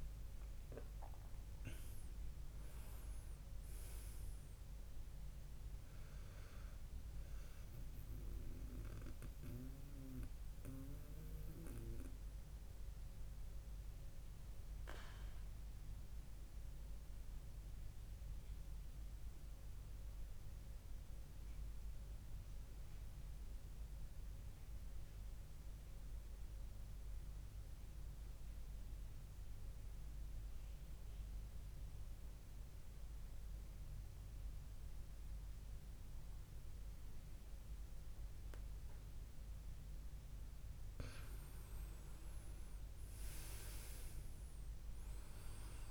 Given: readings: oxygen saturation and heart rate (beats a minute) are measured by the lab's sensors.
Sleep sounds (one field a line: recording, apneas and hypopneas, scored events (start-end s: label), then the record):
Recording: breathing in sleep by a room microphone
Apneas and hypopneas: 1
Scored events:
0.00-9.00 s: oxygen desaturation (device-marked, oxygen 93% lowest, heart rate 65 extreme)
0.50-4.00 s: arousal
9.50-39.50 s: mixed apnea (oxygen 98% before, 94% lowest, heart rate 72 before, 61 extreme)
41.00-44.50 s: arousal
42.00-45.91 s: oxygen desaturation (device-marked, oxygen 99% before, 95% lowest, heart rate 71 before, 61 extreme)
From the record:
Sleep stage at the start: N2 (light sleep)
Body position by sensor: on the back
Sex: male